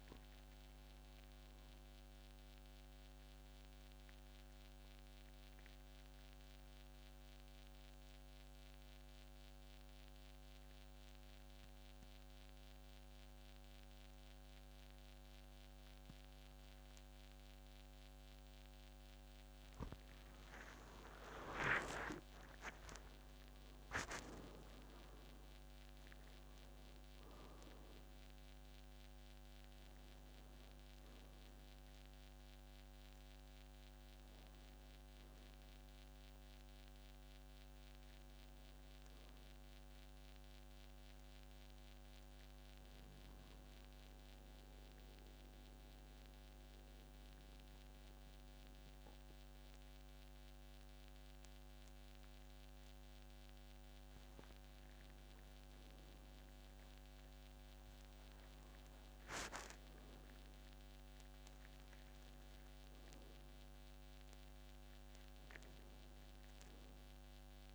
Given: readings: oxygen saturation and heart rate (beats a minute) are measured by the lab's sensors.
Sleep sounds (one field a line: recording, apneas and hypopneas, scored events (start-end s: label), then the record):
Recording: breathing in sleep by a microphone on the trachea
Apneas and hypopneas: 2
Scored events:
0.00-1.00 s: arousal
4.00-18.00 s: obstructive apnea (oxygen 99% before, 90% lowest, heart rate 54 before, 52 extreme)
9.00-47.00 s: oxygen desaturation (device-marked, oxygen 99% before, 90% lowest, heart rate 55 before, 48 extreme)
19.00-25.00 s: tachycardia (device-marked, heart rate 63 before, 118 extreme)
21.00-23.00 s: long interval between heartbeats (device-marked, heart rate 56 before, 75 extreme)
21.00-25.00 s: arousal
24.00-26.00 s: long interval between heartbeats (device-marked, heart rate 62 before, 113 extreme)
40.50-54.00 s: central apnea (oxygen 96% before, 90% lowest, heart rate 76 before, 48 extreme, up 19 after)
55.50-59.00 s: arousal
From the record:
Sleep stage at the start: N2 (light sleep)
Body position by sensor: on the back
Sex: male